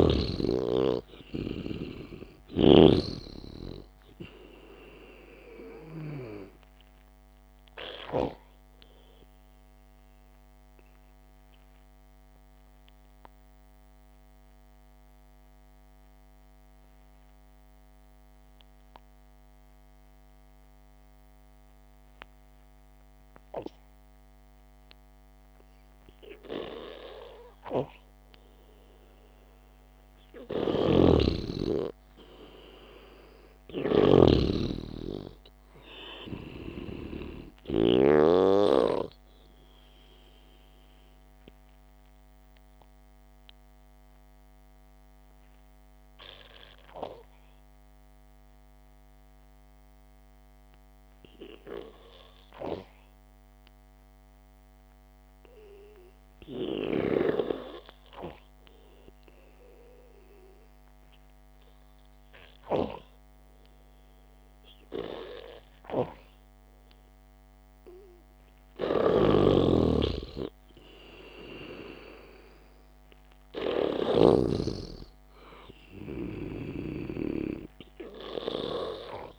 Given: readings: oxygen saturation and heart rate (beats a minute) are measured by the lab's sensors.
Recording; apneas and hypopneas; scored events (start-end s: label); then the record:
breathing in sleep by a microphone on the trachea; 2
0.00-3.50 s: arousal
0.00-3.50 s: snoring (device-marked)
6.50-15.50 s: oxygen desaturation (device-marked, oxygen 97% before, 93% lowest, heart rate 65 before, 53 extreme)
11.00-29.50 s: obstructive apnea (oxygen 97% before, 90% lowest, heart rate 62 before, 53 extreme)
20.50-30.50 s: oxygen desaturation (device-marked, oxygen 94% before, 90% lowest, heart rate 58 before, 53 extreme)
31.00-38.50 s: snoring (device-marked)
32.50-37.00 s: arousal
42.50-57.00 s: obstructive apnea (oxygen 97% before, 91% lowest, heart rate 58 before, 52 extreme, up 3 after)
51.50-62.50 s: oxygen desaturation (device-marked, oxygen 95% before, 91% lowest, heart rate 58 before, 52 extreme)
64.50-69.00 s: arousal
68.50-79.38 s: oxygen desaturation (device-marked, oxygen 97% before, 93% lowest, heart rate 62 before, 52 extreme)
69.50-75.00 s: snoring (device-marked)
From the record:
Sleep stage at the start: N2 (light sleep); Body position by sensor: on the back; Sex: male